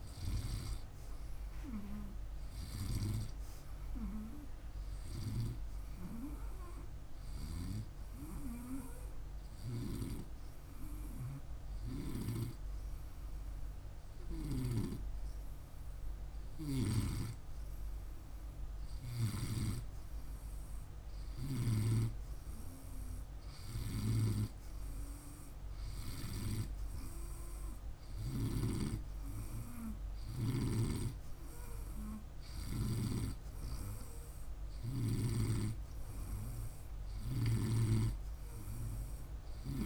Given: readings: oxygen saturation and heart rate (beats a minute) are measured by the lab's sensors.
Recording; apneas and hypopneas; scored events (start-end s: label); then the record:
breathing in sleep by a room microphone; 1
4.00-16.00 s: hypopnea (oxygen 98% before, 95% lowest, heart rate 52 before, 50 extreme, up 3 after)
17.00-21.50 s: arousal
18.50-37.00 s: snoring (device-marked)
From the record:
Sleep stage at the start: N2 (light sleep); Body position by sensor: on the right side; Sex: male